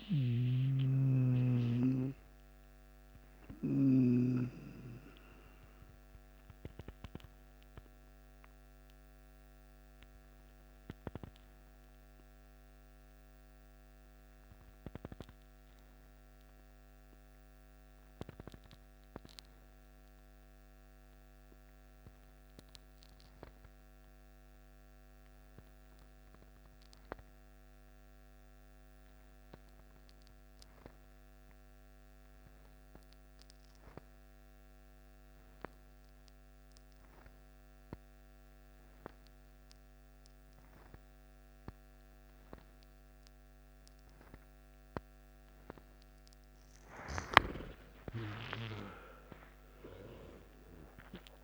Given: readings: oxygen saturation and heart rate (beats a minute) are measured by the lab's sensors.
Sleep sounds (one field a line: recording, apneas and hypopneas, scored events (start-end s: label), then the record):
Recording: breathing in sleep by a microphone on the trachea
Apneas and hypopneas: 1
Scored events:
0.00-4.00 s: snoring (device-marked)
0.00-14.00 s: oxygen desaturation (device-marked, oxygen 90% lowest, heart rate 50 extreme)
1.50-45.50 s: obstructive apnea (oxygen 98% before, 89% lowest, heart rate 59 before, 51 extreme, up 14 after)
32.00-51.44 s: oxygen desaturation (device-marked, oxygen 97% before, 89% lowest, heart rate 53 before, 51 extreme)
47.00-51.44 s: arousal
From the record:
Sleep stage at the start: N2 (light sleep)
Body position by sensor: on the left side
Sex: male